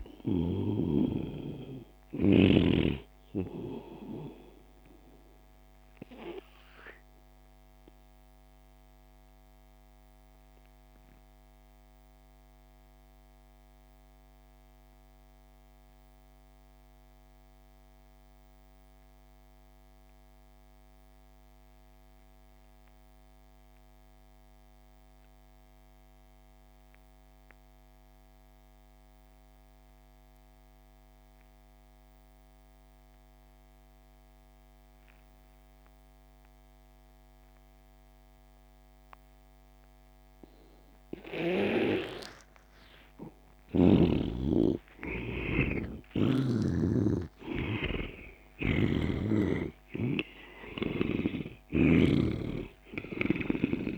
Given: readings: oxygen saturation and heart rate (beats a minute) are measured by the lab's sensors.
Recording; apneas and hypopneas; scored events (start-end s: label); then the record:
breathing in sleep by a microphone on the trachea; 1
0.00-21.50 s: oxygen desaturation (device-marked, oxygen 78% lowest)
5.50-42.00 s: obstructive apnea (oxygen 98% before, 76% lowest)
33.50-53.97 s: oxygen desaturation (device-marked, oxygen 98% before, 76% lowest)
43.50-48.00 s: arousal
51.00-53.97 s: snoring (device-marked)
From the record:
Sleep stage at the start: N2 (light sleep); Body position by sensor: on the back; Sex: male